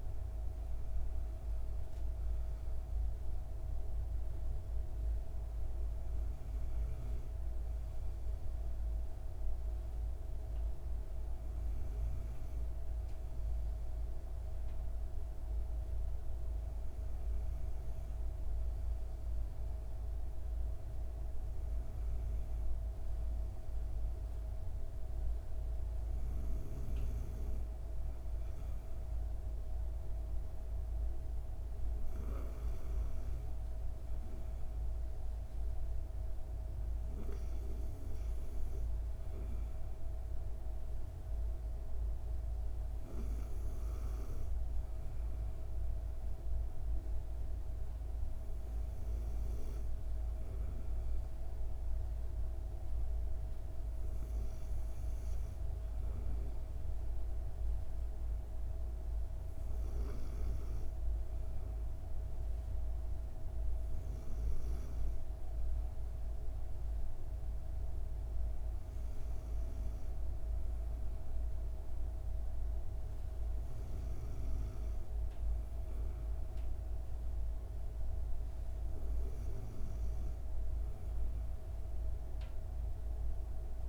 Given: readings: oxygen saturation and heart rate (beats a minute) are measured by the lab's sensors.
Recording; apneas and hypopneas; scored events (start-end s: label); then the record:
breathing in sleep, hard to hear, by a room microphone; none
none scored
From the record:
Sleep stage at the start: N2 (light sleep); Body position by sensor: on the back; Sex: female